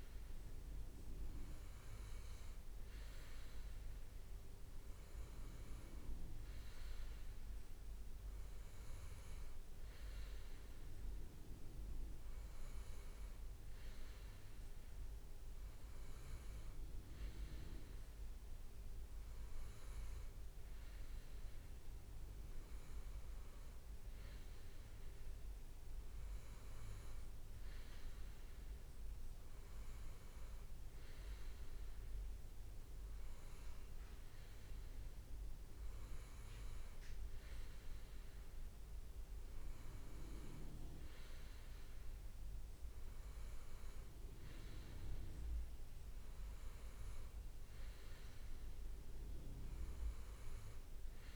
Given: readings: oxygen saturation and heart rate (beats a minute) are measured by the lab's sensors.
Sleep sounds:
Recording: breathing in sleep, hard to hear, by a room microphone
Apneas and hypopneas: none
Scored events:
1.50-3.00 s: leg movement (device-marked)
5.00-6.50 s: leg movement (device-marked)
40.00-44.50 s: leg movement (device-marked)
50.00-51.35 s: leg movement (device-marked)
From the record:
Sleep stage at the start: N2 (light sleep)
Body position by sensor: on the right side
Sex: male

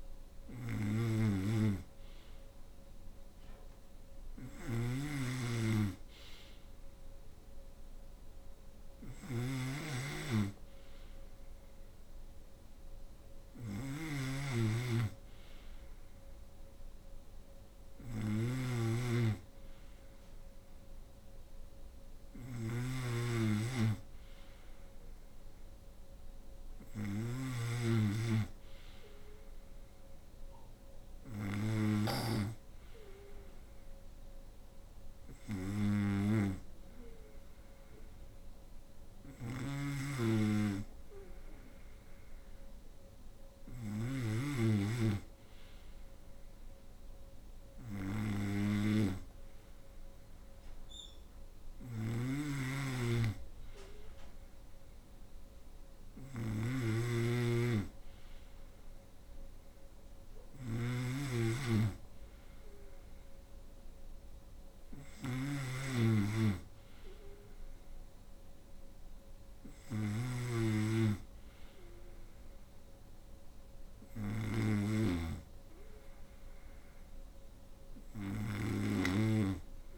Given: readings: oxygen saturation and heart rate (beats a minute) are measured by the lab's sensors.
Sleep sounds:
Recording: breathing in sleep by a room microphone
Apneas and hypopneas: none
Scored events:
0.00-79.98 s: snoring (device-marked)
From the record:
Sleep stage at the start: N2 (light sleep)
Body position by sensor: on the right side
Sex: female

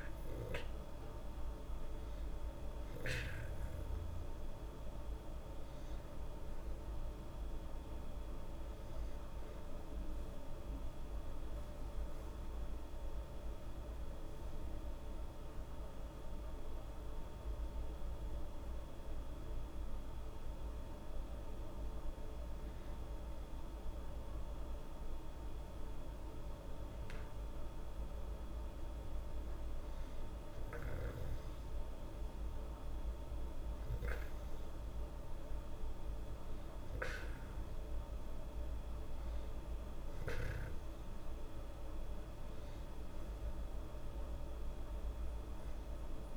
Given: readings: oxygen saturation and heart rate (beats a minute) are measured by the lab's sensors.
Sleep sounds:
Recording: breathing in sleep, hard to hear, by a room microphone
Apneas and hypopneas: 1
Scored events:
0.00-5.00 s: oxygen desaturation (device-marked, oxygen 94% lowest, heart rate 77 extreme)
23.50-36.00 s: hypopnea (oxygen 97% before, 95% lowest, heart rate 79 before, 78 extreme, up 2 after)
37.50-41.50 s: arousal
From the record:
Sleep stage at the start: N2 (light sleep)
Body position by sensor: on the back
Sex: female

